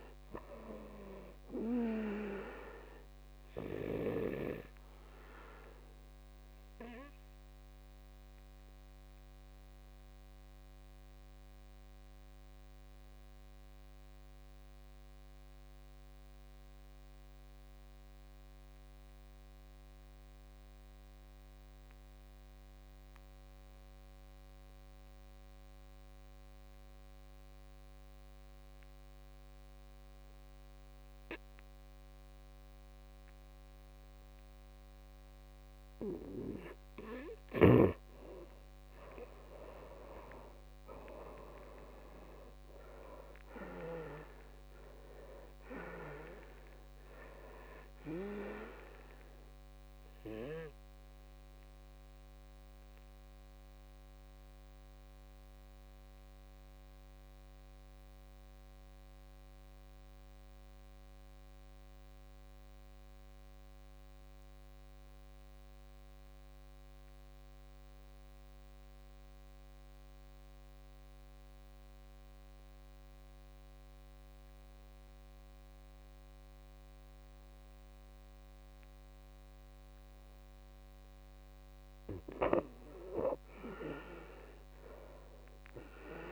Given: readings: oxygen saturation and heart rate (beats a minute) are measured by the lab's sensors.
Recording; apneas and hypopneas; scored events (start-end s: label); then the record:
breathing in sleep by a microphone on the trachea; 2
0.00-14.50 s: oxygen desaturation (device-marked, oxygen 76% lowest, heart rate 54 extreme)
4.00-36.00 s: obstructive apnea (oxygen 97% before, 76% lowest, heart rate 67 before, 54 extreme, up 10 after)
27.50-63.50 s: oxygen desaturation (device-marked, oxygen 98% before, 76% lowest, heart rate 58 before, 55 extreme)
39.50-43.00 s: arousal
52.00-79.50 s: obstructive apnea (oxygen 97% before, 76% lowest, heart rate 69 before, 55 extreme, up 10 after)
71.50-86.32 s: oxygen desaturation (device-marked, oxygen 99% before, 77% lowest, heart rate 58 before, 56 extreme)
82.00-86.00 s: arousal
From the record:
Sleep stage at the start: N2 (light sleep); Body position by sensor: on the back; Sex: male